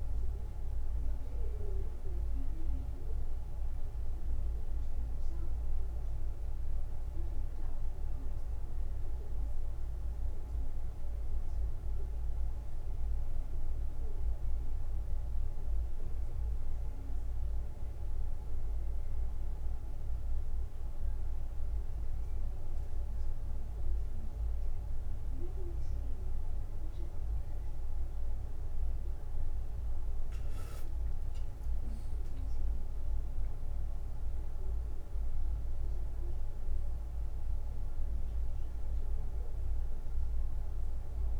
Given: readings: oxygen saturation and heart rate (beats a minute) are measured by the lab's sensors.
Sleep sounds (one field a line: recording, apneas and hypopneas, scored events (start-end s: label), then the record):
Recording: breathing in sleep, hard to hear, by a room microphone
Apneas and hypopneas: none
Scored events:
30.00-33.00 s: arousal
From the record:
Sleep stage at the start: N1 (lightest sleep)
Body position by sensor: on the back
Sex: male